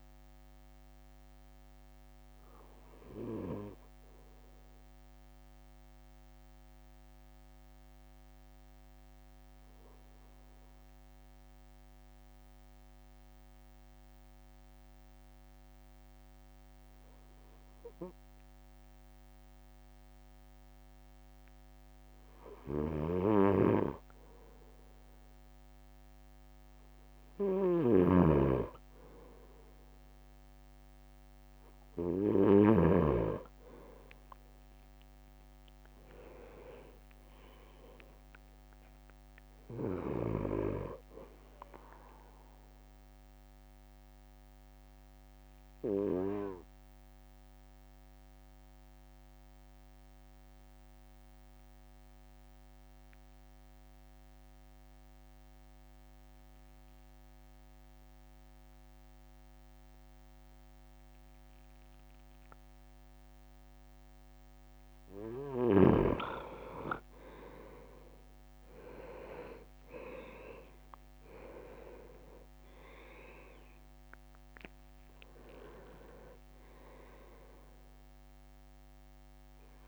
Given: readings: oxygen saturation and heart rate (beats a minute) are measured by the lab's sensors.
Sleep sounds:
breathing in sleep by a microphone on the trachea; 2
0.50-23.00 s: obstructive apnea (oxygen 99% before, 96% lowest)
22.50-32.50 s: snoring (device-marked)
32.50-37.00 s: arousal
33.50-35.00 s: leg movement (device-marked)
43.50-65.00 s: obstructive apnea (oxygen 99% before, 96% lowest)
67.50-70.50 s: leg movement (device-marked)
69.00-73.00 s: arousal
72.50-73.50 s: leg movement (device-marked)
From the record:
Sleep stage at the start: N2 (light sleep); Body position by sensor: on the right side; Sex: male

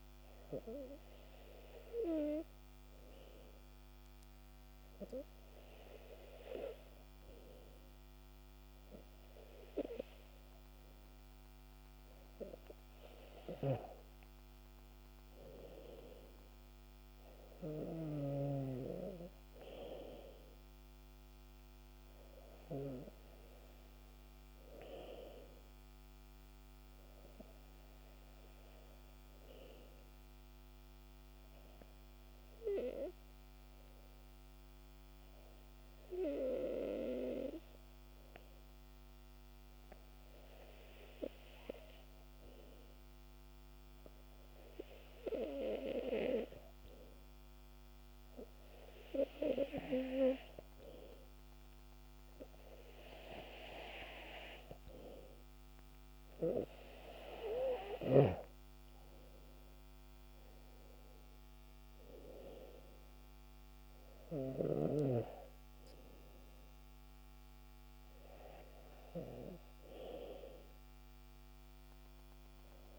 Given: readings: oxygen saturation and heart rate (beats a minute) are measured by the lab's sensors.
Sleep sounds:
breathing in sleep by a microphone on the trachea; 1
16.50-21.00 s: arousal
28.50-49.50 s: obstructive apnea (oxygen 96% before, 92% lowest, heart rate 69 before, 66 extreme, up 5 after)
47.00-72.99 s: oxygen desaturation (device-marked, oxygen 97% before, 92% lowest, heart rate 68 before, 64 extreme)
52.50-56.50 s: arousal
From the record:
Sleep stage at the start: N2 (light sleep); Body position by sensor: on the back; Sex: male

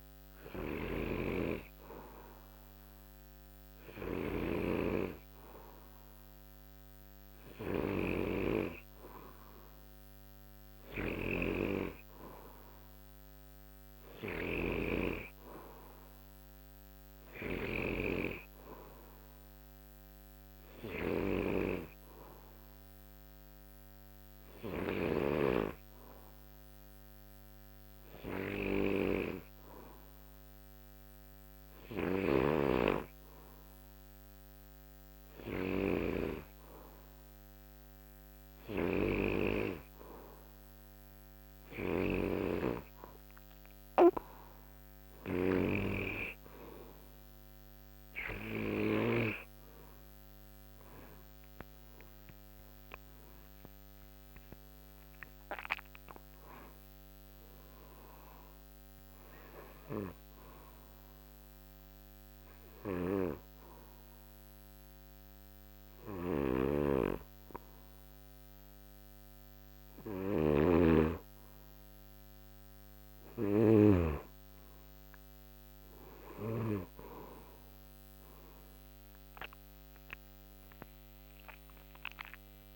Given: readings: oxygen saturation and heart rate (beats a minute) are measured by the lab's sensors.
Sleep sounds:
breathing in sleep by a microphone on the trachea; 1
0.00-49.00 s: snoring (device-marked)
50.50-54.00 s: arousal
60.50-72.00 s: hypopnea (oxygen 93% before, 91% lowest, heart rate 68 before, 49 extreme, up 11 after)
62.50-76.50 s: snoring (device-marked)
79.00-82.50 s: arousal
From the record:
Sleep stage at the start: N2 (light sleep); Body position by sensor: on the back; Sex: male

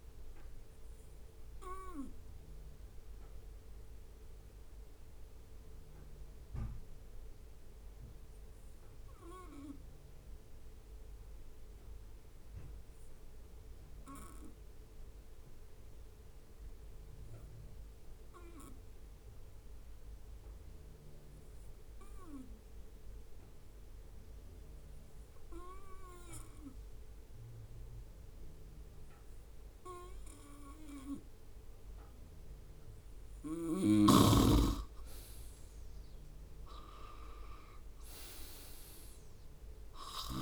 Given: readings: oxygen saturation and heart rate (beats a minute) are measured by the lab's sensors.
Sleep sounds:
breathing in sleep by a room microphone; 1
1.00-32.00 s: obstructive apnea (oxygen 99% before, 93% lowest, heart rate 67 before, 64 extreme, up 4 after)
35.00-39.00 s: arousal
From the record:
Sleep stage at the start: N2 (light sleep); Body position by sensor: on the right side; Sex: male

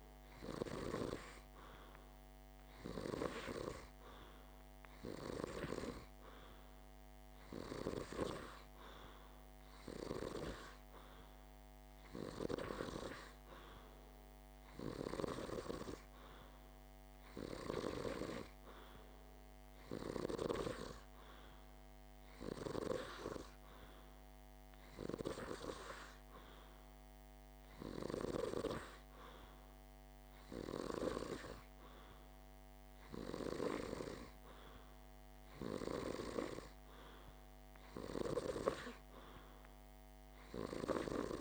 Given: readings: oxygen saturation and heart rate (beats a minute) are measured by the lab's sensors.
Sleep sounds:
breathing in sleep by a microphone on the trachea; none
none scored
From the record:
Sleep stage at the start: N2 (light sleep); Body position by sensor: on the back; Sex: male

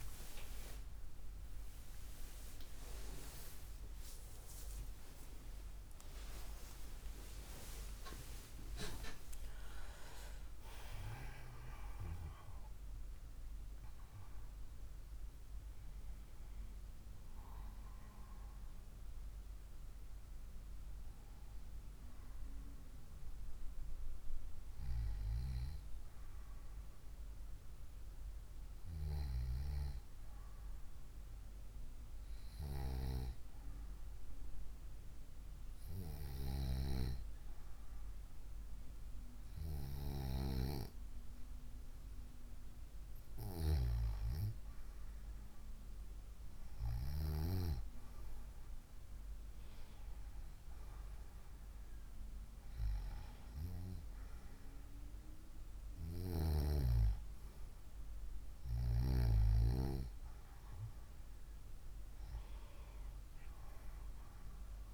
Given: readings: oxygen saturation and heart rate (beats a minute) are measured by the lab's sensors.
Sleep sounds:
breathing in sleep by a room microphone; none
0.50-7.00 s: arousal
6.50-36.50 s: new sleep stage, N1 (lightest sleep)
36.50-64.94 s: new sleep stage, N2 (light sleep)
37.00-41.00 s: arousal
From the record:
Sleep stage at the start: N2 (light sleep); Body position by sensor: on the right side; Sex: female

